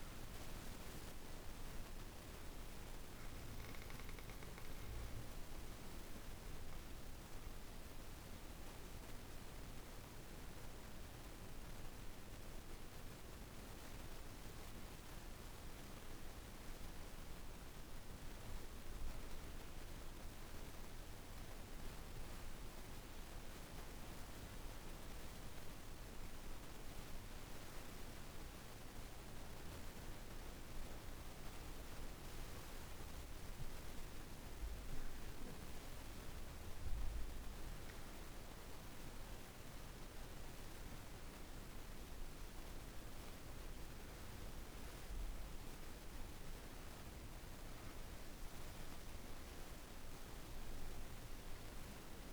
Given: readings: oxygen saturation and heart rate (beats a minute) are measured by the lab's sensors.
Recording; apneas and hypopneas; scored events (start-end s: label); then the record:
breathing in sleep, hard to hear, by a room microphone; 1
0.00-17.50 s: oxygen desaturation (device-marked, oxygen 88% lowest, heart rate 49 extreme)
6.50-35.50 s: obstructive apnea (oxygen 98% before, 87% lowest, heart rate 59 before, 49 extreme, up 2 after)
34.50-52.33 s: oxygen desaturation (device-marked, oxygen 98% before, 87% lowest, heart rate 52 before, 49 extreme)
39.00-43.50 s: arousal
From the record:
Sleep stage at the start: N2 (light sleep); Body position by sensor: on the back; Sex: female